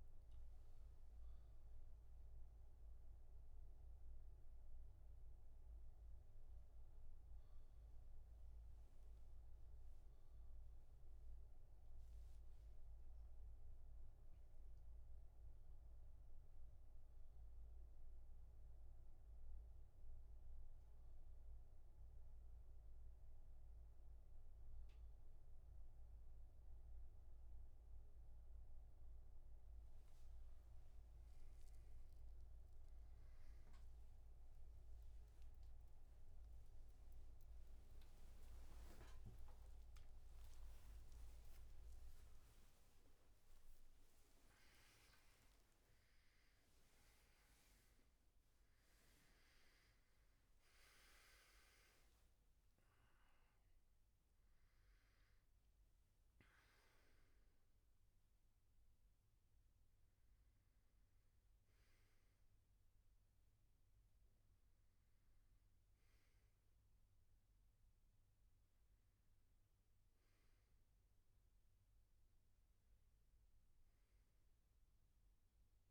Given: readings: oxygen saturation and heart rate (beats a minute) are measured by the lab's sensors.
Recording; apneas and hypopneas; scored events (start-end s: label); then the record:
a person awake in a sleep study, hard to hear, by a room microphone; none
72.50-75.91 s: new sleep stage, N1 (lightest sleep)
From the record:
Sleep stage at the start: awake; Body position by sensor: on the back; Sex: male